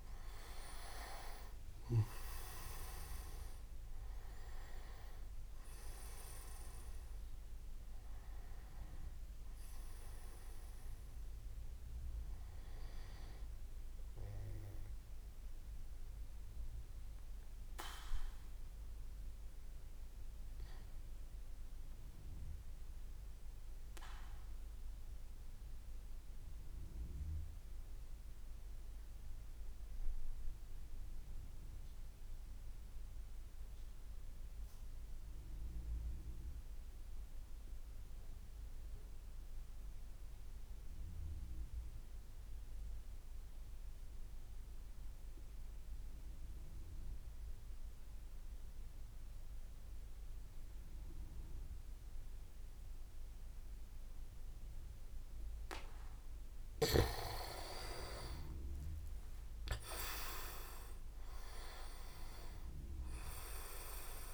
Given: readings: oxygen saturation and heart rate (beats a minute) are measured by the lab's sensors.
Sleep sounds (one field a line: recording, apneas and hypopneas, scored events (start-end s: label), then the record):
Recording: breathing in sleep by a room microphone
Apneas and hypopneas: 1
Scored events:
0.00-2.00 s: leg movement (device-marked)
0.00-4.50 s: oxygen desaturation (device-marked, oxygen 94% lowest, heart rate 52 extreme)
19.00-56.00 s: mixed apnea (oxygen 97% before, 93% lowest, heart rate 61 before, 46 extreme, up 33 after)
50.50-64.34 s: oxygen desaturation (device-marked, oxygen 99% before, 93% lowest, heart rate 62 before, 49 extreme)
57.50-61.50 s: arousal
From the record:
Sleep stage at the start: N2 (light sleep)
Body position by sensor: on the back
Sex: male